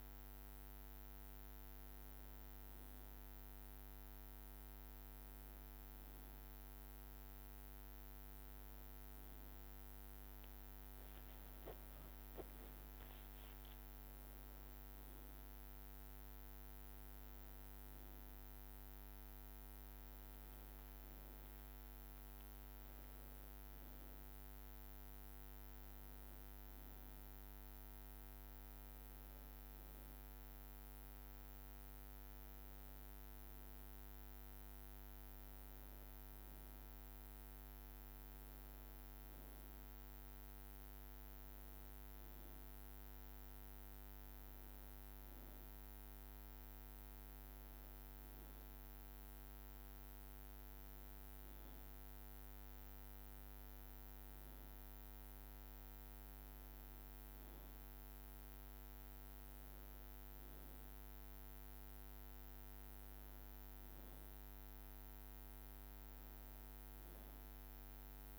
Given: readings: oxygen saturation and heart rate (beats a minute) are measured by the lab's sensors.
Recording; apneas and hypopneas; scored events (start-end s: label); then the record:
a person awake in a sleep study, hard to hear, by a microphone on the trachea; none
11.50-13.50 s: long interval between heartbeats (device-marked, heart rate 47 before, 30 extreme)
15.00-17.00 s: tachycardia (device-marked, heart rate 52 before, 150 extreme)
15.50-17.50 s: long interval between heartbeats (device-marked, heart rate 52 before, 146 extreme)
17.50-19.50 s: long interval between heartbeats (device-marked, heart rate 63 before, 140 extreme)
20.00-30.00 s: tachycardia (device-marked, heart rate 73 before, 120 extreme)
21.00-23.00 s: long interval between heartbeats (device-marked, heart rate 74 before, 83 extreme)
23.00-25.00 s: long interval between heartbeats (device-marked, heart rate 76 before, 108 extreme)
25.00-27.00 s: long interval between heartbeats (device-marked, heart rate 82 before, 117 extreme)
From the record:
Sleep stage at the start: awake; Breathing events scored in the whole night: 102 in 6.1 hours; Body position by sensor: on the back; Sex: female